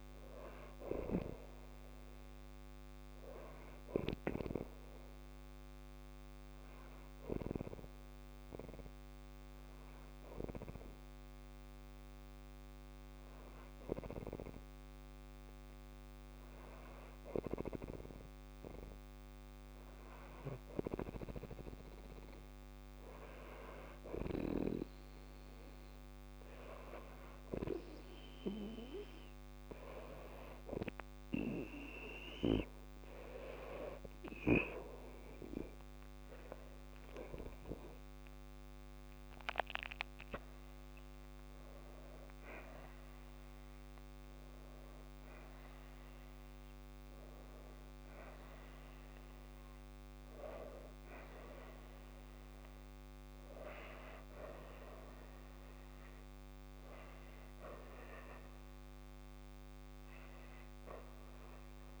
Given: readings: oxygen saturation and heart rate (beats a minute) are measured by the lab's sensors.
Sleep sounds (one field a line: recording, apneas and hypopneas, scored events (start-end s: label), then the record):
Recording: breathing in sleep by a microphone on the trachea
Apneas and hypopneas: 1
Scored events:
5.00-17.00 s: hypopnea (oxygen 97% before, 93% lowest, heart rate 56 before, 52 extreme, up 1 after)
20.50-23.50 s: arousal
From the record:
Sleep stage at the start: N2 (light sleep)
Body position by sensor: on the back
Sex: female